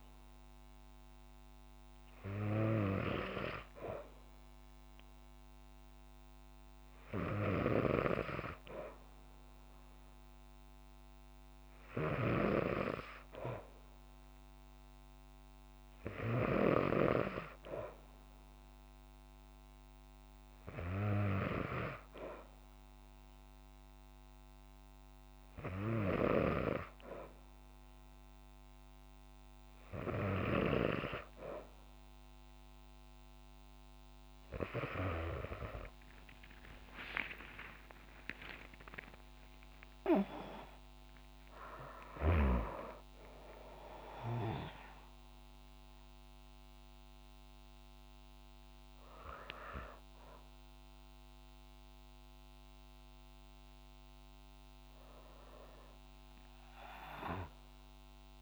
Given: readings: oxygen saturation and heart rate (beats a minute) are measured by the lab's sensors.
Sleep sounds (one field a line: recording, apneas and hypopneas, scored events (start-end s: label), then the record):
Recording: breathing in sleep by a microphone on the trachea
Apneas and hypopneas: none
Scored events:
35.50-40.50 s: arousal
From the record:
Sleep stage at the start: N2 (light sleep)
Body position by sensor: on the back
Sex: female